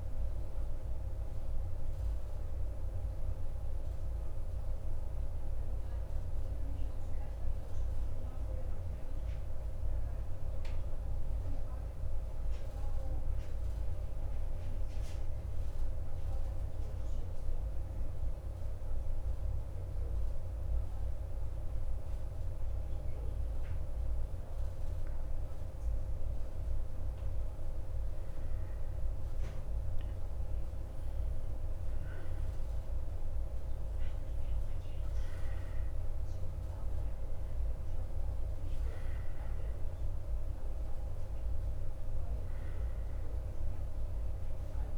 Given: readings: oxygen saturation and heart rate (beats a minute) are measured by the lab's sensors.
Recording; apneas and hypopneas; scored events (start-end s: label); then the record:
breathing in sleep, hard to hear, by a room microphone; 1
0.00-15.00 s: oxygen desaturation (device-marked, oxygen 88% lowest, heart rate 53 extreme)
1.00-21.50 s: central apnea (oxygen 92% before, 87% lowest, heart rate 56 before, 53 extreme, up 11 after)
24.00-27.50 s: arousal
From the record:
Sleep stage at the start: REM sleep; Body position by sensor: on the back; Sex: male